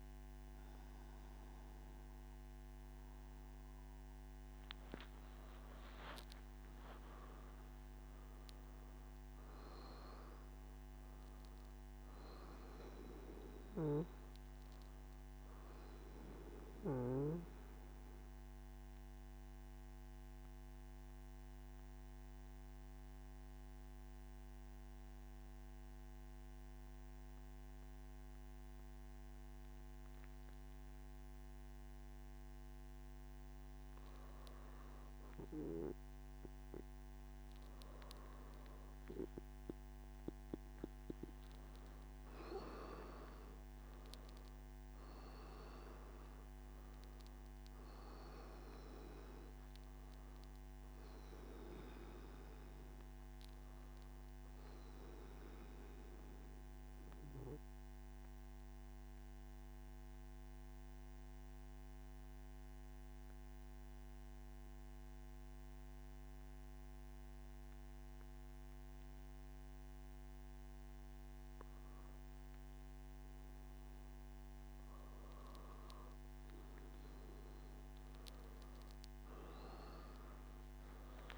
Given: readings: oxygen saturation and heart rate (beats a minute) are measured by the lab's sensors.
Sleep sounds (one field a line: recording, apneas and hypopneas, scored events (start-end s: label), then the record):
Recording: breathing in sleep by a microphone on the trachea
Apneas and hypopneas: none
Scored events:
42.00-56.00 s: oxygen desaturation (device-marked, oxygen 97% before, 94% lowest, heart rate 74 before, 62 extreme)
61.00-81.38 s: new sleep stage, N3 (deep sleep)
From the record:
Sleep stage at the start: N2 (light sleep)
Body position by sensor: on the back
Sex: male